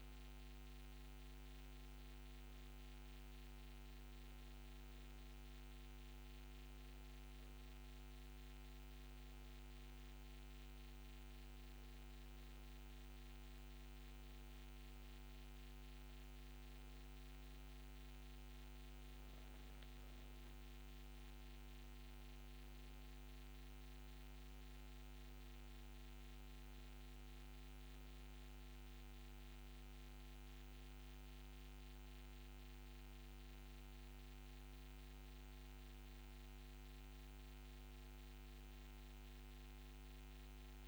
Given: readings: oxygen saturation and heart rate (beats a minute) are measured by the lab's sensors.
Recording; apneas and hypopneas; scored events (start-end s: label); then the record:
breathing in sleep, hard to hear, by a microphone on the trachea; none
none scored
From the record:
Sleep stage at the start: N1 (lightest sleep); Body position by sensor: on the back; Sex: female